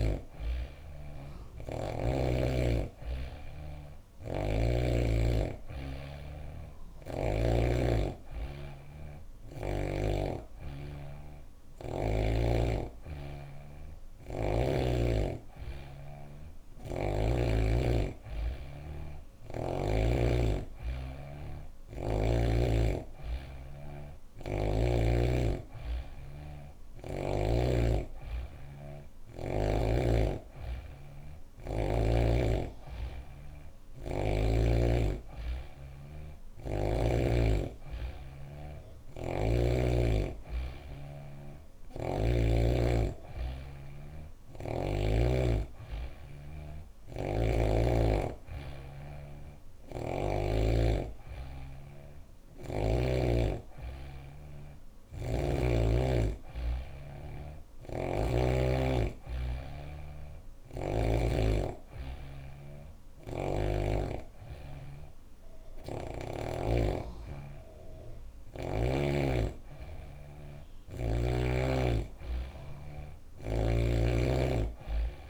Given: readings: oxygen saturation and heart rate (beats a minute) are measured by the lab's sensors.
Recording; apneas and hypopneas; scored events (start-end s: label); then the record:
breathing in sleep by a room microphone; none
46.50-50.00 s: snoring (device-marked)
62.00-66.00 s: snoring (device-marked)
From the record:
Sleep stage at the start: N3 (deep sleep); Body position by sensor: on the back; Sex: female